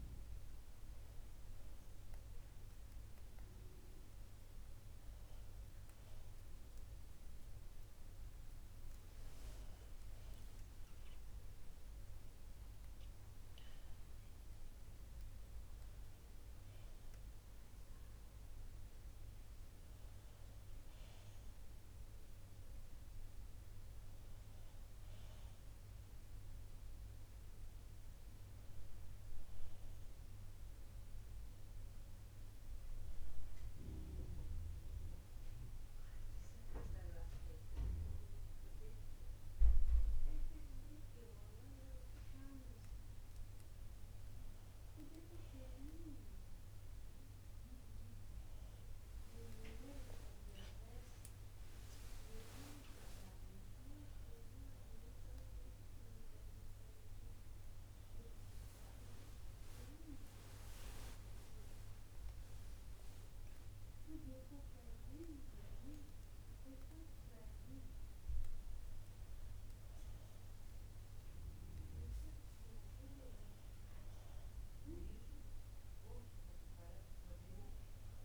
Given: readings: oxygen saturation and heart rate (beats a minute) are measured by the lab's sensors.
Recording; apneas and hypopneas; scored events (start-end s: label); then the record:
breathing in sleep by a room microphone; none
none scored
From the record:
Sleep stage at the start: N2 (light sleep); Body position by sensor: on the back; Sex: female